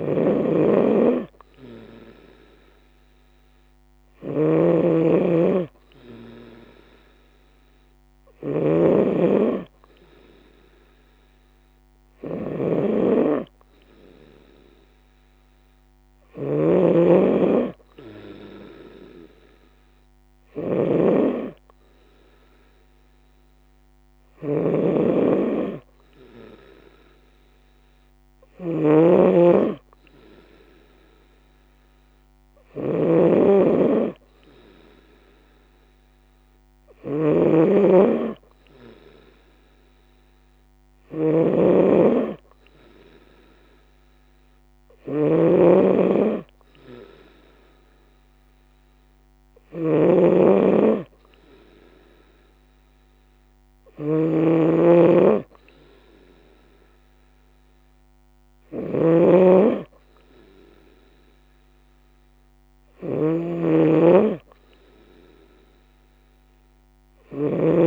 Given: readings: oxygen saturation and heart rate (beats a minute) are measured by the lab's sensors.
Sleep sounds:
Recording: breathing in sleep by a microphone on the trachea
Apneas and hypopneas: none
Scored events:
0.00-67.87 s: snoring (device-marked)
From the record:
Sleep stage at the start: N2 (light sleep)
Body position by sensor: on the right side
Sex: female

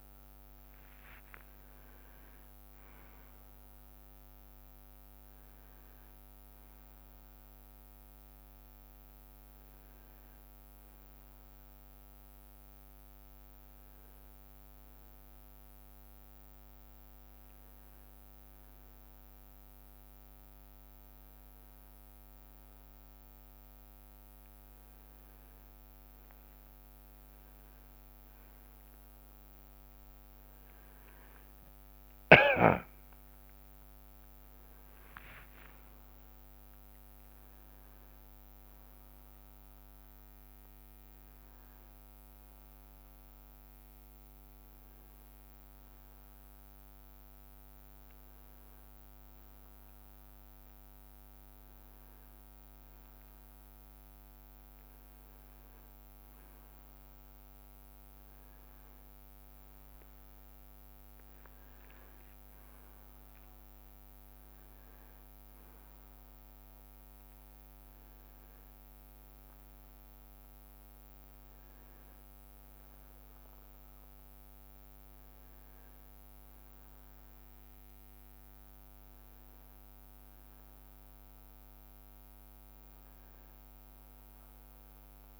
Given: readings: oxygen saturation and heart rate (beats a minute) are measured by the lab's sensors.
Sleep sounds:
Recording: a person awake in a sleep study, hard to hear, by a microphone on the trachea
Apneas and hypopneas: none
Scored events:
32.00-36.00 s: leg movement (device-marked)
53.00-58.00 s: leg movement (device-marked)
54.50-85.40 s: new sleep stage, N1 (lightest sleep)
83.00-85.40 s: leg movement (device-marked)
From the record:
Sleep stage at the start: awake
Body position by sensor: on the right side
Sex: male

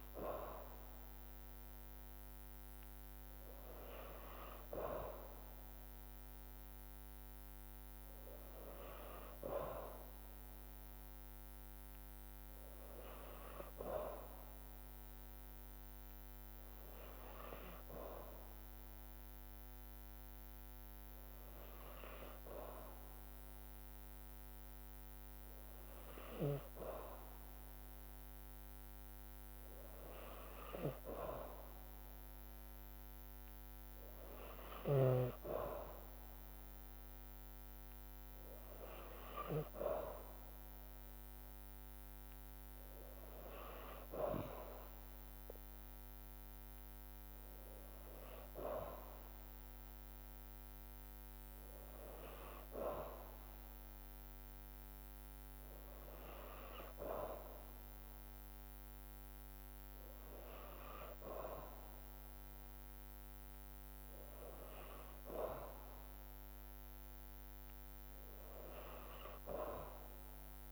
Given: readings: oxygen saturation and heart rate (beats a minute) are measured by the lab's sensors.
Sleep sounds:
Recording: breathing in sleep by a microphone on the trachea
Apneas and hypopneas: none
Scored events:
none scored
From the record:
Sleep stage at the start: N2 (light sleep)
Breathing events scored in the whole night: 102 in 6.1 hours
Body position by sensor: on the back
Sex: female

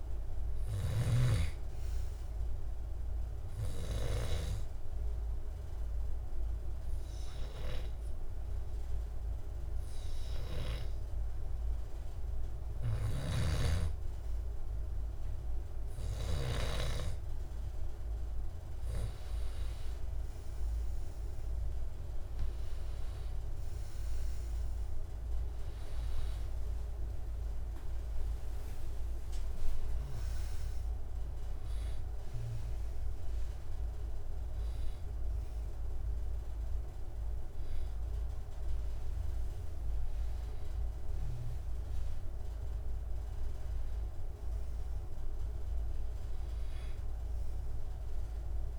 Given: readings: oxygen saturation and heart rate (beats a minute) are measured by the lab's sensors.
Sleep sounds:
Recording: breathing in sleep by a room microphone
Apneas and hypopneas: 1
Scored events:
0.00-3.00 s: oxygen desaturation (device-marked, oxygen 92% lowest, heart rate 72 extreme)
4.00-17.00 s: hypopnea (oxygen 97% before, 93% lowest, heart rate 73 before, 73 extreme, up 6 after)
19.50-23.00 s: arousal
From the record:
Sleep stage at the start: N2 (light sleep)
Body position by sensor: on the back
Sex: male

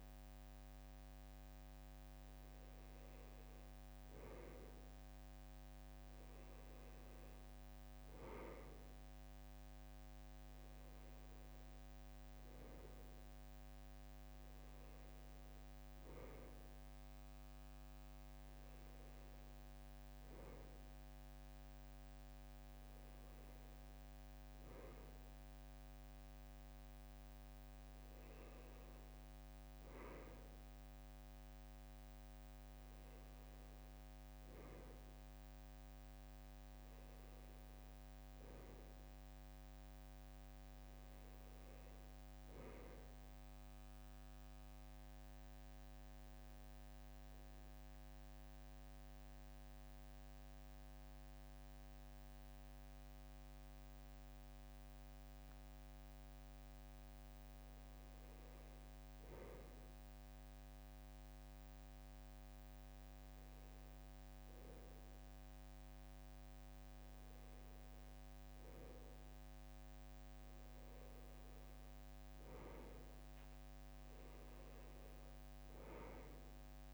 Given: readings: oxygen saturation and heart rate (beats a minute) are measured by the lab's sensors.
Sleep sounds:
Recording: a person awake in a sleep study, hard to hear, by a microphone on the trachea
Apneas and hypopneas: none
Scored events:
none scored
From the record:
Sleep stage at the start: awake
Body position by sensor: on the right side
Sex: male

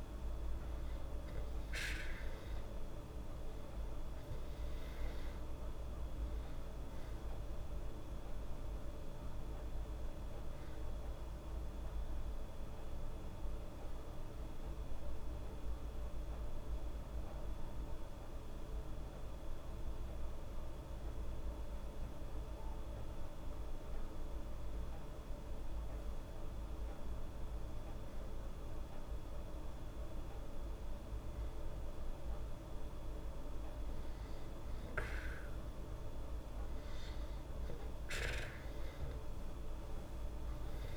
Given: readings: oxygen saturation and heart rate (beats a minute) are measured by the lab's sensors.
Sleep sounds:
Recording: breathing in sleep, hard to hear, by a room microphone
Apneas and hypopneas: 1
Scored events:
3.00-6.50 s: arousal
14.50-29.50 s: hypopnea (oxygen 97% before, 94% lowest, heart rate 81 before, 73 extreme, up 1 after)
32.00-36.00 s: arousal
From the record:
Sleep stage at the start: N2 (light sleep)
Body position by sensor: on the back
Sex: female

